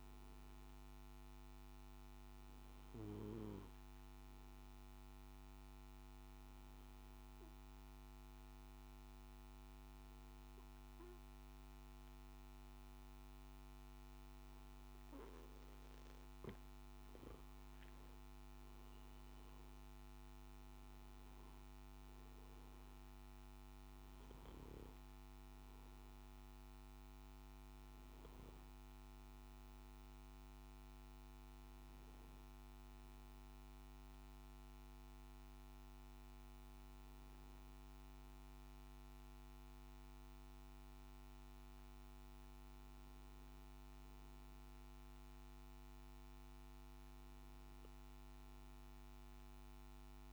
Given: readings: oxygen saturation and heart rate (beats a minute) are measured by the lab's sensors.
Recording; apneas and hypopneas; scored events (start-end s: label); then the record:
breathing in sleep, hard to hear, by a microphone on the trachea; 1
3.00-16.00 s: obstructive apnea (oxygen 98% before, 92% lowest, heart rate 55 before, 53 extreme, up 8 after)
17.50-44.50 s: oxygen desaturation (device-marked, oxygen 96% before, 92% lowest, heart rate 55 before, 53 extreme)
From the record:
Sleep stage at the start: N3 (deep sleep); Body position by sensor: on the back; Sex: male